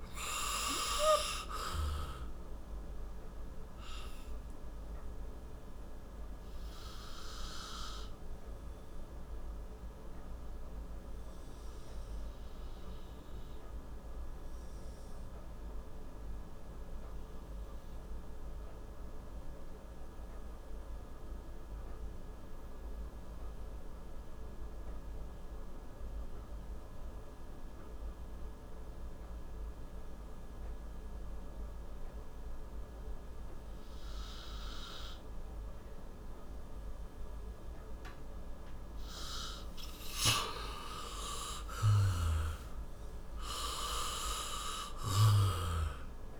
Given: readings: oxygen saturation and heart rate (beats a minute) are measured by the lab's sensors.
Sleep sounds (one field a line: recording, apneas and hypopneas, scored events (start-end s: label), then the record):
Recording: breathing in sleep by a room microphone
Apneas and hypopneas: 1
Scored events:
0.00-27.00 s: oxygen desaturation (device-marked, oxygen 87% lowest, heart rate 56 extreme)
4.50-38.00 s: obstructive apnea (oxygen 97% before, 87% lowest, heart rate 76 before, 56 extreme, up 19 after)
40.00-45.00 s: arousal
44.00-46.39 s: oxygen desaturation (device-marked, oxygen 97% before, 88% lowest, heart rate 63 before, 56 extreme)
From the record:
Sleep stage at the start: N2 (light sleep)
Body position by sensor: on the back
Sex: male